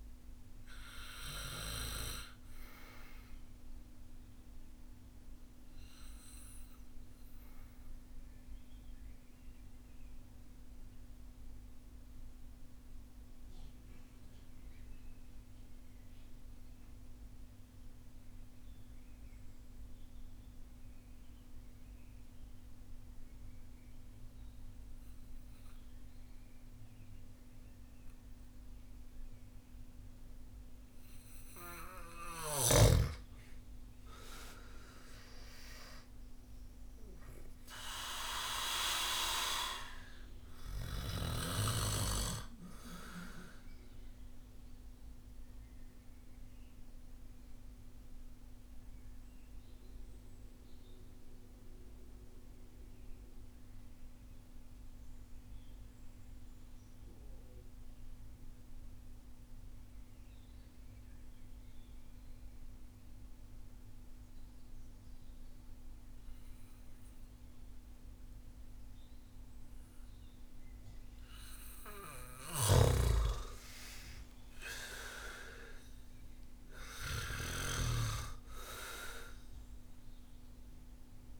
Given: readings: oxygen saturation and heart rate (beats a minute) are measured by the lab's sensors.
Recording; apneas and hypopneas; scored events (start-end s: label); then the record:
breathing in sleep by a room microphone; 2
0.00-24.00 s: oxygen desaturation (device-marked, oxygen 85% lowest)
6.50-31.00 s: mixed apnea (oxygen 98% before, 84% lowest)
33.00-37.50 s: arousal
35.00-65.00 s: oxygen desaturation (device-marked, oxygen 98% before, 84% lowest)
43.00-70.00 s: mixed apnea (oxygen 98% before, 84% lowest)
73.00-77.50 s: arousal
77.00-81.40 s: oxygen desaturation (device-marked, oxygen 98% before, 85% lowest)
From the record:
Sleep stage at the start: N2 (light sleep); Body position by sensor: on the back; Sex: male